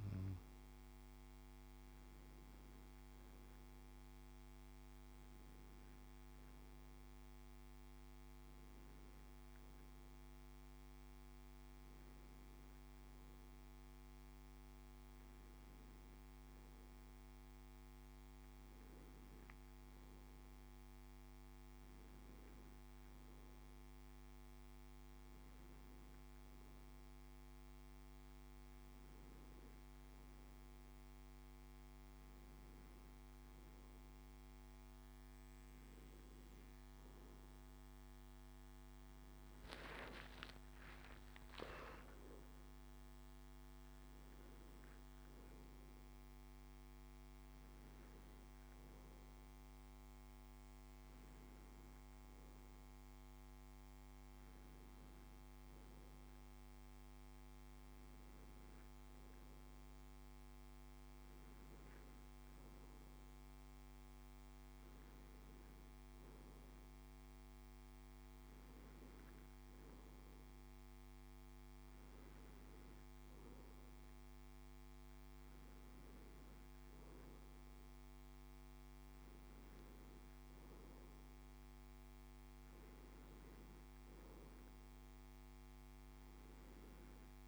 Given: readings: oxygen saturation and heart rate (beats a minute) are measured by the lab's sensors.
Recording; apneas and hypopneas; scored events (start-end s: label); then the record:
a person awake in a sleep study, hard to hear, by a microphone on the trachea; none
40.00-43.50 s: arousal
52.00-87.48 s: new sleep stage, N2 (light sleep)
83.50-87.48 s: arousal
From the record:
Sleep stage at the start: awake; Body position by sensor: on the back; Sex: male